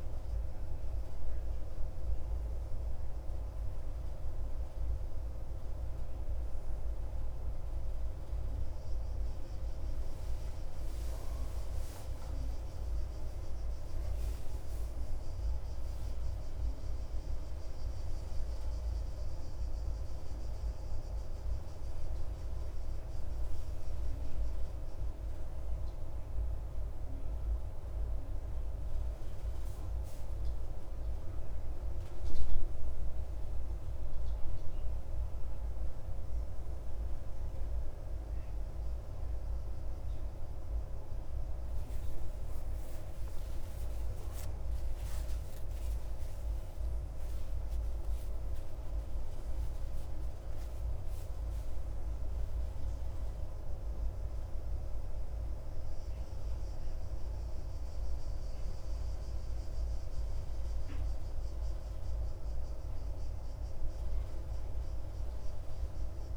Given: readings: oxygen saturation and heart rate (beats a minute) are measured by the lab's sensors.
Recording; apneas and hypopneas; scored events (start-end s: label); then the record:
breathing in sleep, hard to hear, by a room microphone; none
42.50-48.00 s: arousal
From the record:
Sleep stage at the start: N1 (lightest sleep); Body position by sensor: on the back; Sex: male